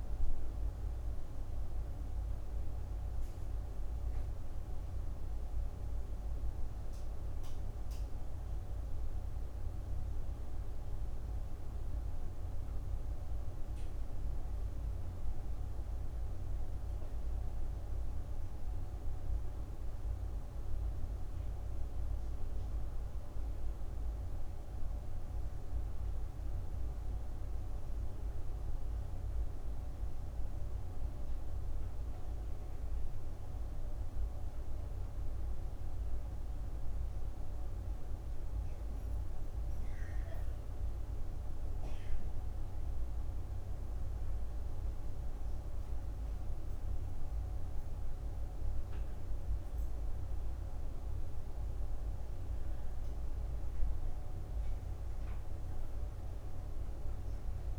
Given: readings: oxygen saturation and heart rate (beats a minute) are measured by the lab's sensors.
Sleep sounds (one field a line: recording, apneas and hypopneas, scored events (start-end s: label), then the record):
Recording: a person awake in a sleep study, hard to hear, by a room microphone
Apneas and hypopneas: none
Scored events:
none scored
From the record:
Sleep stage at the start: awake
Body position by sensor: on the right side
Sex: female